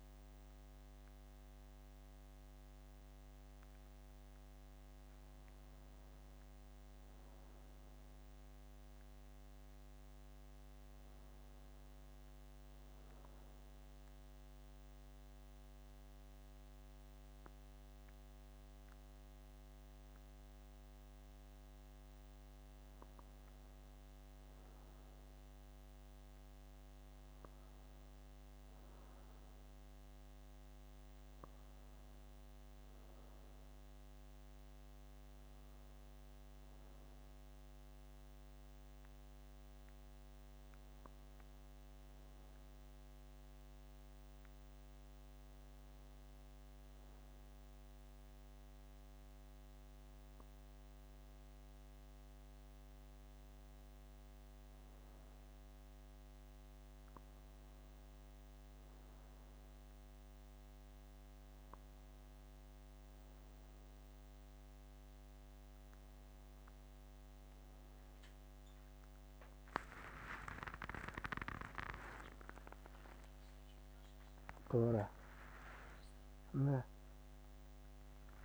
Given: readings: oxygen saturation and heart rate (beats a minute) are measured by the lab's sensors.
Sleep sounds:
a person awake in a sleep study, hard to hear, by a microphone on the trachea; none
none scored
From the record:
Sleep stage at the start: awake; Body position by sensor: on the back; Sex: male

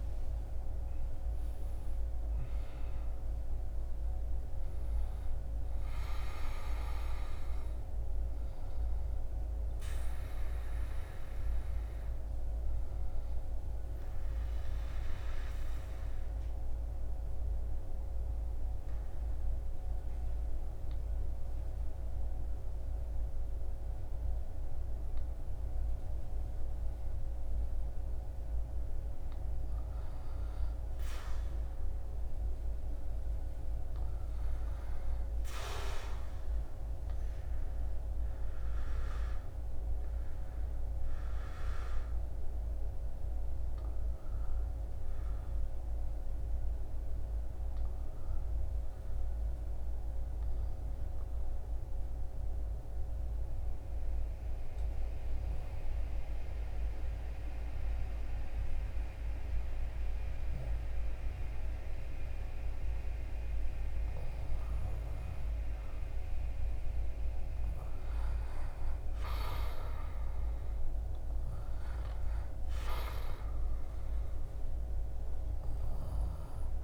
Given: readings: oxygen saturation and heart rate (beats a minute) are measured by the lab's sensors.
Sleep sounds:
breathing in sleep, hard to hear, by a room microphone; 2
5.00-9.00 s: arousal
15.00-28.50 s: obstructive apnea (oxygen 99% before, 96% lowest, heart rate 75 before, 64 extreme, up 6 after)
32.00-37.00 s: arousal
42.50-66.50 s: obstructive apnea (oxygen 99% before, 95% lowest, heart rate 73 before, 64 extreme, up 4 after)
69.00-73.50 s: arousal
From the record:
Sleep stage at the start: N2 (light sleep); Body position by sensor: on the back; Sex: male

